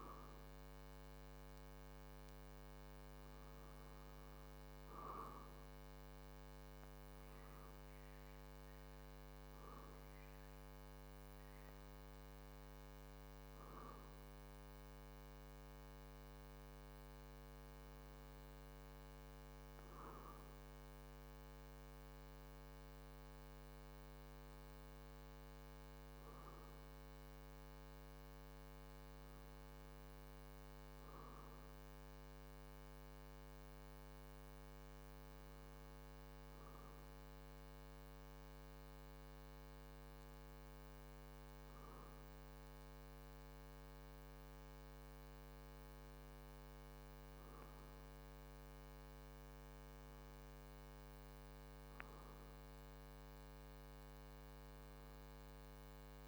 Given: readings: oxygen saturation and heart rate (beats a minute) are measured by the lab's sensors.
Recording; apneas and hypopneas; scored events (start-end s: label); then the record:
breathing in sleep, hard to hear, by a microphone on the trachea; none
none scored
From the record:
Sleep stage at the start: N2 (light sleep); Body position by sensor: on the back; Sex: male